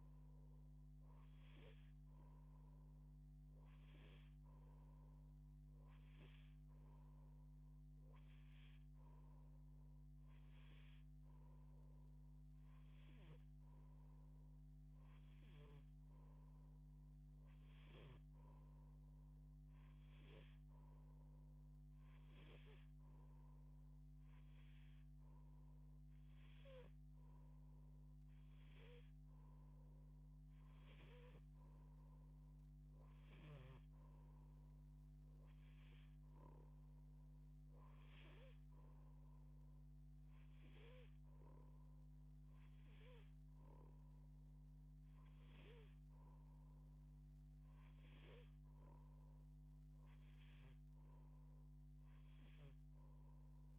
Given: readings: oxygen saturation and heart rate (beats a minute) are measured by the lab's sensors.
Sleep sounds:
breathing in sleep by a microphone on the trachea; none
none scored
From the record:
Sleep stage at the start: N2 (light sleep); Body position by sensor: on the back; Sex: female

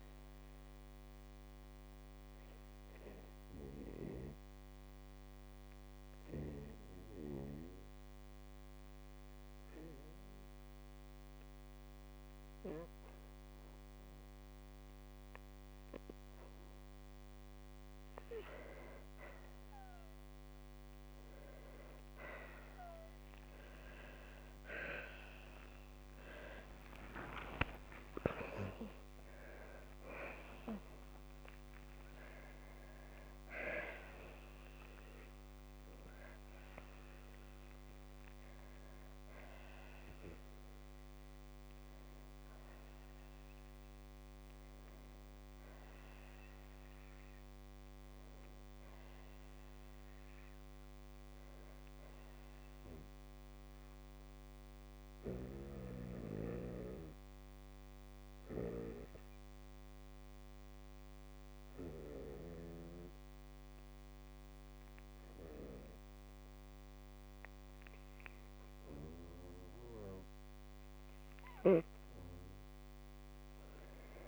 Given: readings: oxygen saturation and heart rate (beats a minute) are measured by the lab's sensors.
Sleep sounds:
breathing in sleep by a microphone on the trachea; 2
0.50-17.00 s: obstructive apnea (oxygen 98% before, 91% lowest, heart rate 67 before, 53 extreme, up 4 after)
13.00-25.00 s: oxygen desaturation (device-marked, oxygen 96% before, 91% lowest, heart rate 55 before, 54 extreme)
23.00-27.50 s: arousal
26.00-31.00 s: tachycardia (device-marked, heart rate 57 before, 123 extreme)
27.00-29.00 s: long interval between heartbeats (device-marked, heart rate 55 before, 95 extreme)
29.50-31.50 s: long interval between heartbeats (device-marked, heart rate 60 before, 112 extreme)
54.00-69.50 s: obstructive apnea (oxygen 99% before, 95% lowest, heart rate 61 before, 52 extreme, up 14 after)
From the record:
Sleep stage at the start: N2 (light sleep); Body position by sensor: on the right side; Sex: female

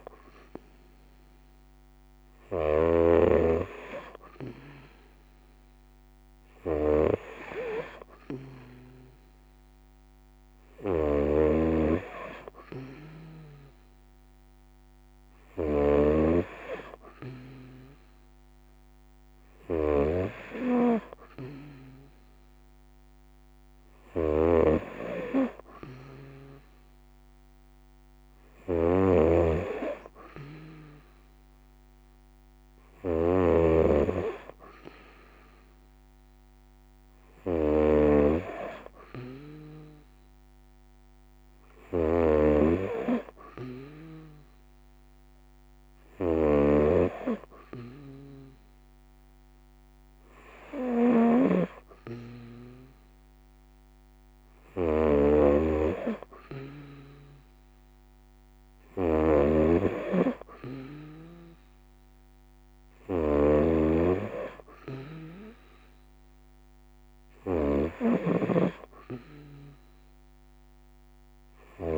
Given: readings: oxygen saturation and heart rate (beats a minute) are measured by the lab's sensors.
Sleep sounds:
breathing in sleep by a microphone on the trachea; none
0.00-71.98 s: snoring (device-marked)
68.50-71.98 s: new sleep stage, N3 (deep sleep)
From the record:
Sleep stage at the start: N2 (light sleep); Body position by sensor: on the right side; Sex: female

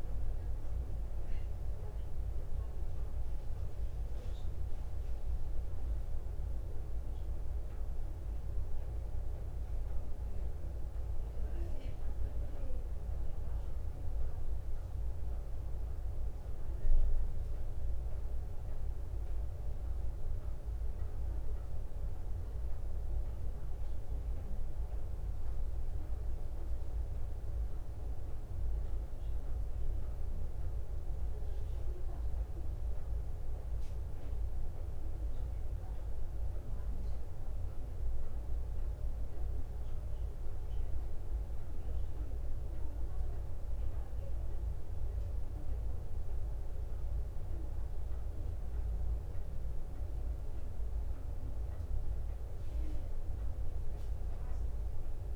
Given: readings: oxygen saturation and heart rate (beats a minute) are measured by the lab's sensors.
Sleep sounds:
breathing in sleep, hard to hear, by a room microphone; none
none scored
From the record:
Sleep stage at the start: N2 (light sleep); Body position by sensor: on the back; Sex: female

